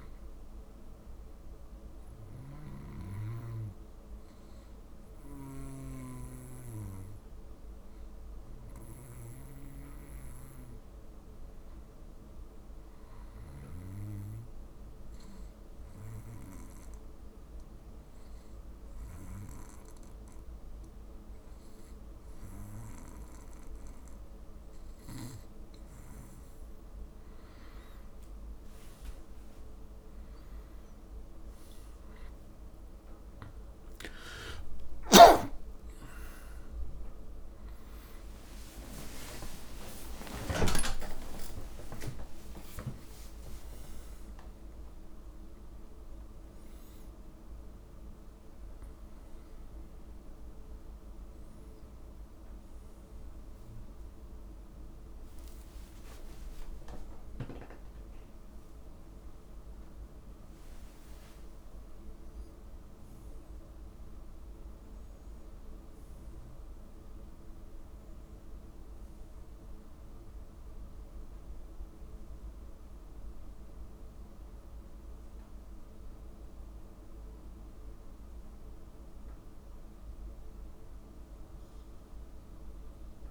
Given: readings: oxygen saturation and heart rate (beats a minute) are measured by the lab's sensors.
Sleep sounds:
a person partly awake in a sleep study, by a room microphone; 1
7.00-11.50 s: arousal
13.50-26.00 s: obstructive apnea (oxygen 98% before, 93% lowest)
27.50-51.50 s: oxygen desaturation (device-marked, oxygen 98% before, 93% lowest)
35.50-65.50 s: new sleep stage, awake
65.50-83.31 s: new sleep stage, N1 (lightest sleep)
From the record:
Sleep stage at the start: N2 (light sleep); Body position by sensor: on the right side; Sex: male

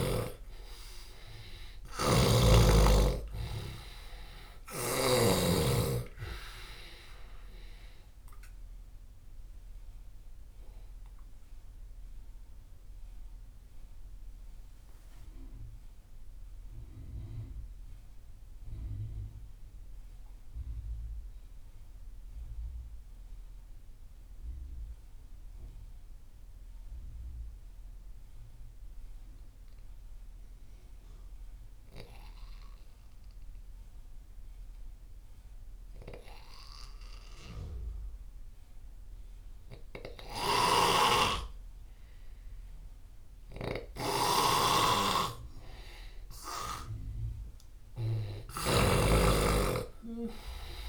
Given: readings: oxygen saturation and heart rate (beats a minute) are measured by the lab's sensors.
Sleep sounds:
breathing in sleep by a room microphone; 1
0.00-2.50 s: arousal
0.00-5.00 s: snoring (device-marked)
0.00-25.50 s: oxygen desaturation (device-marked, oxygen 90% lowest)
9.50-45.00 s: obstructive apnea (oxygen 98% before, 86% lowest)
38.50-50.89 s: oxygen desaturation (device-marked, oxygen 98% before, 86% lowest)
40.00-50.89 s: snoring (device-marked)
48.00-50.89 s: arousal
From the record:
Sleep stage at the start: N2 (light sleep); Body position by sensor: on the left side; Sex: male

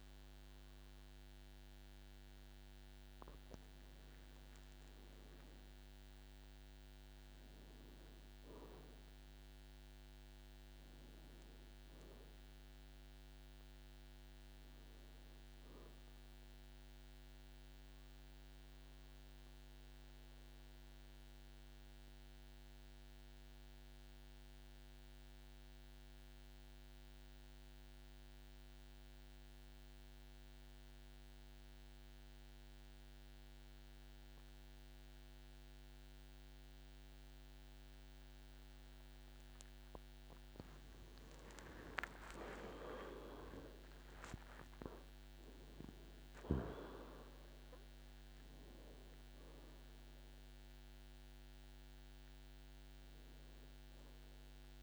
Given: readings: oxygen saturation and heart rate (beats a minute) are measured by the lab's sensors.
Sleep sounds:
breathing in sleep by a microphone on the trachea; 1
0.50-10.50 s: oxygen desaturation (device-marked, oxygen 99% before, 95% lowest, heart rate 55 before, 48 extreme)
13.00-16.00 s: arousal
17.50-39.50 s: mixed apnea (oxygen 99% before, 91% lowest, heart rate 55 before, 48 extreme)
39.50-54.83 s: oxygen desaturation (device-marked, oxygen 98% before, 92% lowest, heart rate 51 before, 49 extreme)
40.50-46.50 s: tachycardia (device-marked, heart rate 58 before, 113 extreme)
41.50-45.50 s: arousal
44.50-46.50 s: long interval between heartbeats (device-marked, heart rate 58 before, 112 extreme)
48.00-50.00 s: long interval between heartbeats (device-marked, heart rate 68 before, 105 extreme)
From the record:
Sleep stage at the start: N2 (light sleep); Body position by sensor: on the back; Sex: male

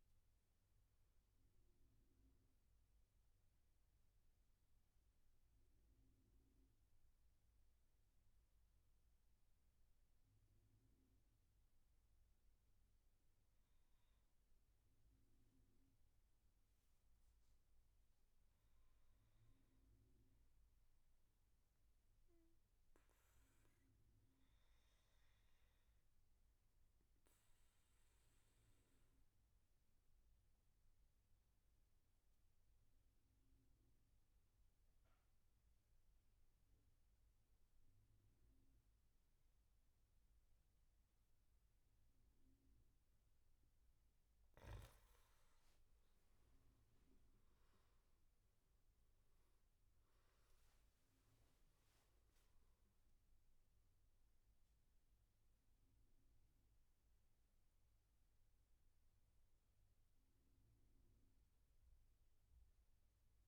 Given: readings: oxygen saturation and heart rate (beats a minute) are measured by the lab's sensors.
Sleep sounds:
breathing in sleep, hard to hear, by a room microphone; 1
0.00-4.50 s: oxygen desaturation (device-marked, oxygen 91% lowest, heart rate 62 extreme)
13.50-63.48 s: new sleep stage, N2 (light sleep)
21.50-43.50 s: obstructive apnea (oxygen 99% before, 92% lowest, heart rate 67 before, 61 extreme, up 8 after)
43.50-63.48 s: oxygen desaturation (device-marked, oxygen 97% before, 92% lowest, heart rate 75 before, 61 extreme)
44.00-47.50 s: arousal
From the record:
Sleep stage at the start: N1 (lightest sleep); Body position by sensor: on the back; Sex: male

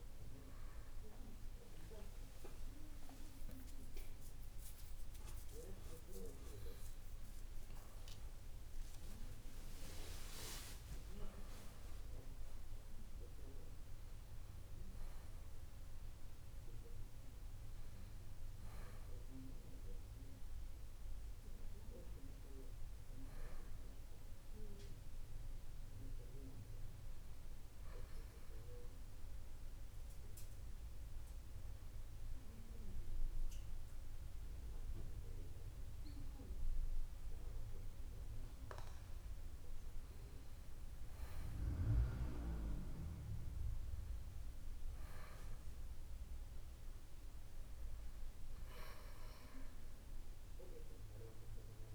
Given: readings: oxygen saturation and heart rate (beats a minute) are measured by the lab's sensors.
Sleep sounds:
breathing in sleep by a room microphone; 1
2.00-23.00 s: oxygen desaturation (device-marked, oxygen 95% before, 92% lowest, heart rate 58 before, 59 extreme)
2.50-8.50 s: arousal
28.00-39.00 s: hypopnea (oxygen 95% before, 93% lowest, heart rate 81 before, 56 extreme, up 3 after)
42.00-45.50 s: arousal
From the record:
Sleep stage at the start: REM sleep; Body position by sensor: on the back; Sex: male

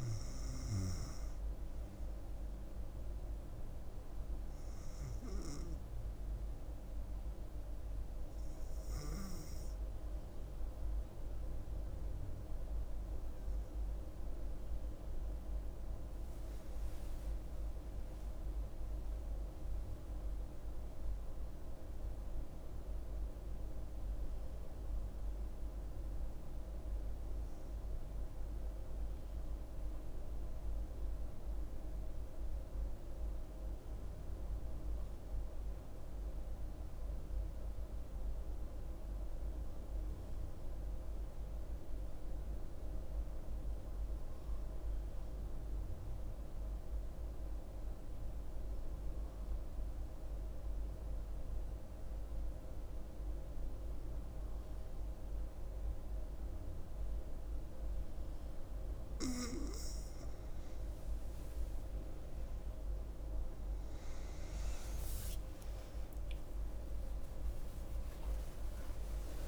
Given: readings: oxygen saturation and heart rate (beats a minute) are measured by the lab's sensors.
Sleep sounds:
breathing in sleep, hard to hear, by a room microphone; 1
33.00-58.00 s: mixed apnea (oxygen 96% before, 92% lowest, heart rate 71 before, 62 extreme, up 5 after)
52.00-69.48 s: oxygen desaturation (device-marked, oxygen 97% before, 92% lowest, heart rate 64 before, 65 extreme)
64.50-69.48 s: arousal
From the record:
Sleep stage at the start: N2 (light sleep); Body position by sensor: on the back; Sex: female

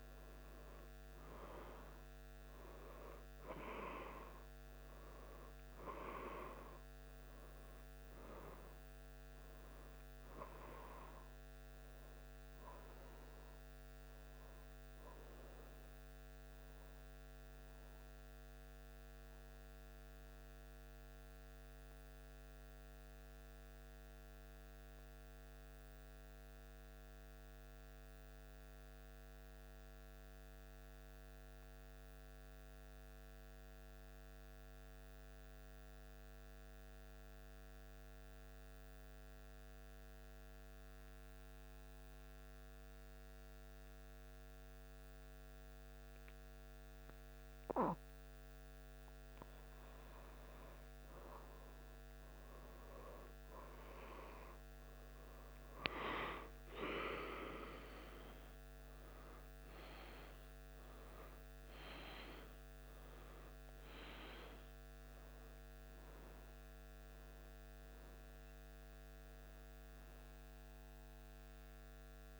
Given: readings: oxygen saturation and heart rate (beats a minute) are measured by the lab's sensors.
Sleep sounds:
breathing in sleep by a microphone on the trachea; 1
18.00-50.50 s: mixed apnea (oxygen 96% before, 92% lowest, heart rate 76 before, 74 extreme, up 4 after)
52.00-56.50 s: arousal
From the record:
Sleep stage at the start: N2 (light sleep); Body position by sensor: on the back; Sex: male

